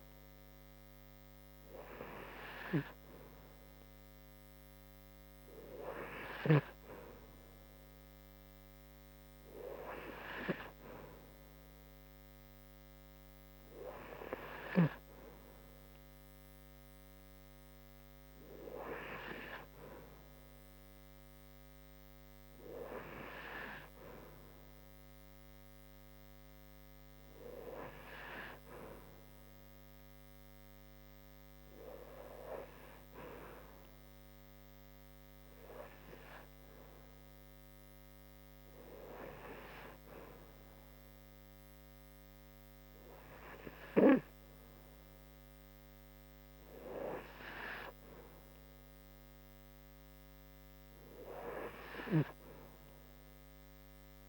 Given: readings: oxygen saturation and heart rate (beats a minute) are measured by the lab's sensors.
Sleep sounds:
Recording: breathing in sleep by a microphone on the trachea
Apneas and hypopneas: none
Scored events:
none scored
From the record:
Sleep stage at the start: N2 (light sleep)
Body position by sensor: on the back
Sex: female

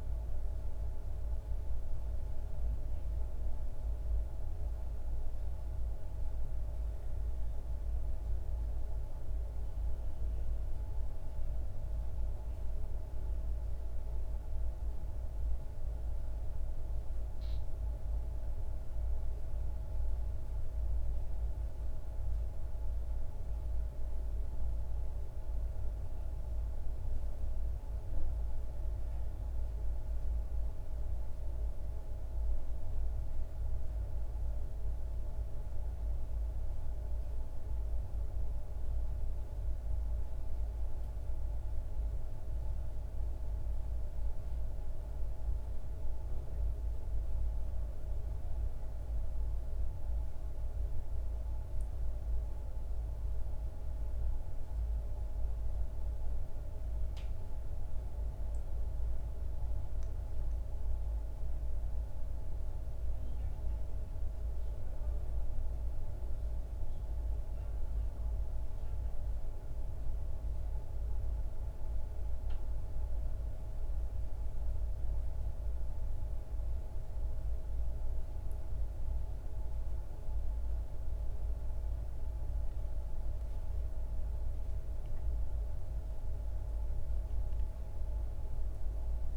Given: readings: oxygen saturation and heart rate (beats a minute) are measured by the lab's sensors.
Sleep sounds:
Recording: breathing in sleep, hard to hear, by a room microphone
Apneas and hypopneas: none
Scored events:
none scored
From the record:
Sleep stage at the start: N1 (lightest sleep)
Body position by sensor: on the back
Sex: male

